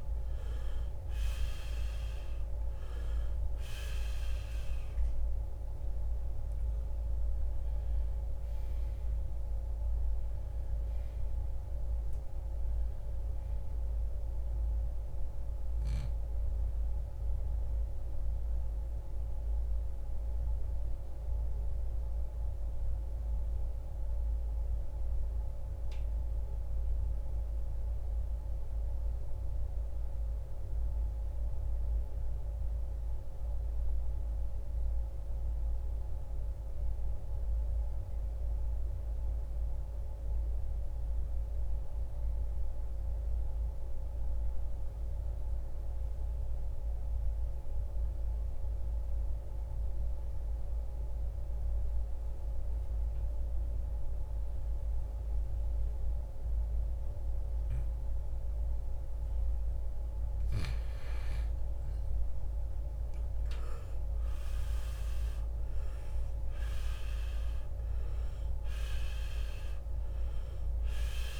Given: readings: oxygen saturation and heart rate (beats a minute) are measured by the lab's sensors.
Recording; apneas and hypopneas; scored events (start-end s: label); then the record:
breathing in sleep, hard to hear, by a room microphone; 1
0.00-32.50 s: oxygen desaturation (device-marked, oxygen 81% lowest, heart rate 57 extreme)
15.00-60.00 s: mixed apnea (oxygen 95% before, 79% lowest, heart rate 78 before, 57 extreme, up 20 after)
51.50-71.40 s: oxygen desaturation (device-marked, oxygen 98% before, 79% lowest, heart rate 67 before, 54 extreme)
61.50-66.50 s: arousal
From the record:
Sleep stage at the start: N2 (light sleep); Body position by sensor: on the right side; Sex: male